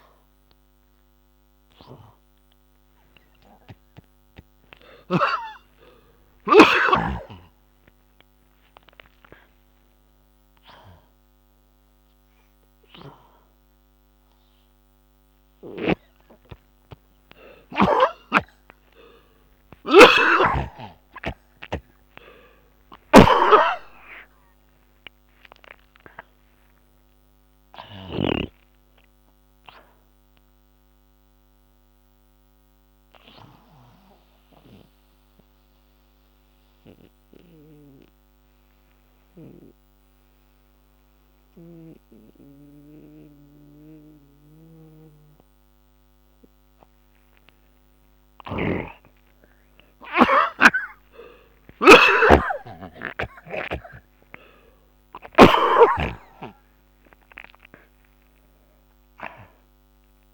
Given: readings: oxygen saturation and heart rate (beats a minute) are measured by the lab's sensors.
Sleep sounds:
a person awake in a sleep study, by a microphone on the trachea; 1
20.00-28.50 s: snoring (device-marked)
25.00-55.00 s: new sleep stage, N2 (light sleep)
34.00-46.00 s: obstructive apnea (oxygen 97% before, 81% lowest)
48.00-55.00 s: oxygen desaturation (device-marked, oxygen 98% before, 95% lowest)
48.50-55.50 s: snoring (device-marked)
55.00-60.33 s: new sleep stage, awake
From the record:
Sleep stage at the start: awake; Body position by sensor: on the back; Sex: male

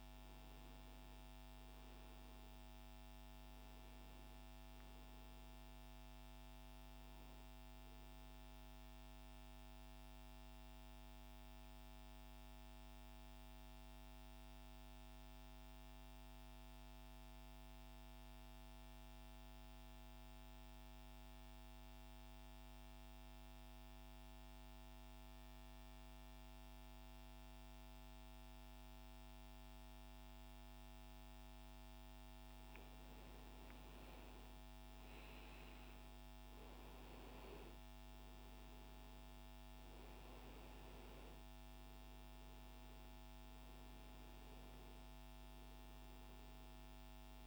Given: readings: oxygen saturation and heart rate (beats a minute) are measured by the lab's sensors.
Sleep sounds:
breathing in sleep, hard to hear, by a microphone on the trachea; 1
9.50-31.50 s: central apnea (oxygen 99% before, 93% lowest, heart rate 159 before, 38 extreme)
29.50-47.47 s: oxygen desaturation (device-marked, oxygen 98% before, 93% lowest, heart rate 167 before, 38 extreme)
34.00-38.50 s: arousal
From the record:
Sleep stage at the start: N2 (light sleep); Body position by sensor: on the right side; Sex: male

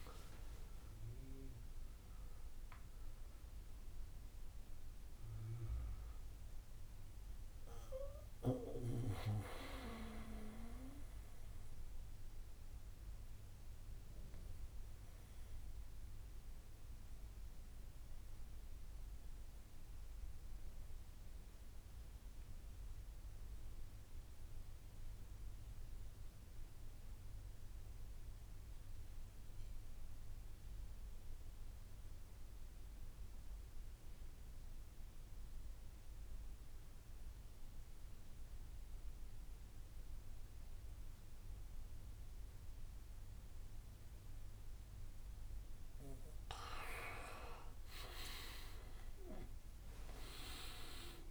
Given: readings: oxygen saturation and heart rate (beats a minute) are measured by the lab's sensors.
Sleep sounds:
breathing in sleep by a room microphone; 1
0.00-1.00 s: arousal
0.00-2.00 s: tachycardia (device-marked, heart rate 106 extreme)
0.00-10.00 s: drop in pulse transit time (device-marked, heart rate 66 extreme)
0.00-20.00 s: oxygen desaturation (device-marked, oxygen 82% lowest, heart rate 57 extreme)
0.50-2.50 s: long interval between heartbeats (device-marked, heart rate 63 before, 102 extreme)
6.50-8.50 s: long interval between heartbeats (device-marked, heart rate 76 before, 80 extreme)
10.00-12.00 s: long interval between heartbeats (device-marked, heart rate 80 before, 98 extreme)
13.00-45.00 s: obstructive apnea (oxygen 95% before, 84% lowest, heart rate 86 before, 55 extreme, up 43 after)
14.00-25.00 s: bradycardia (device-marked, heart rate 67 before, 57 extreme)
36.00-51.31 s: oxygen desaturation (device-marked, oxygen 99% before, 85% lowest, heart rate 60 before, 55 extreme)
45.00-47.00 s: long interval between heartbeats (device-marked, heart rate 62 before, 80 extreme)
49.00-51.31 s: arousal
49.00-51.31 s: drop in pulse transit time (device-marked, heart rate 66 before, 65 extreme)
49.00-51.31 s: tachycardia (device-marked, heart rate 67 before, 107 extreme)
From the record:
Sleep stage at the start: N2 (light sleep); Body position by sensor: on the back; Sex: male

